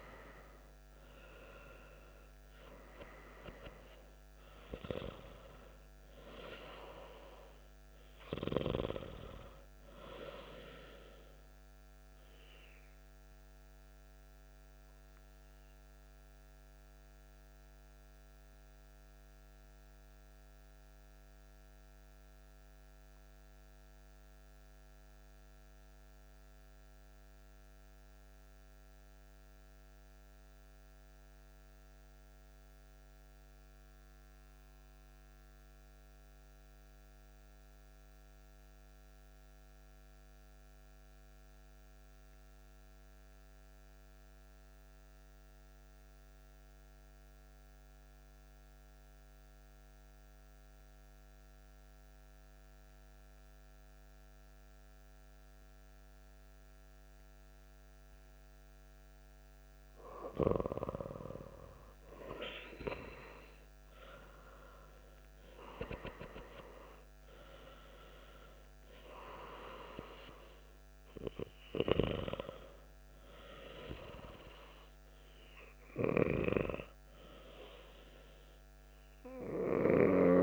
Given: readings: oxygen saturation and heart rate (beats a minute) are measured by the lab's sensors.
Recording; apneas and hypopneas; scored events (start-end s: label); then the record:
breathing in sleep by a microphone on the trachea; 1
0.00-16.50 s: oxygen desaturation (device-marked, oxygen 90% lowest)
12.00-59.00 s: mixed apnea (oxygen 95% before, 91% lowest)
47.50-80.43 s: oxygen desaturation (device-marked, oxygen 97% before, 91% lowest)
60.00-64.00 s: arousal
From the record:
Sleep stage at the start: N2 (light sleep); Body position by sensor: on the back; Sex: male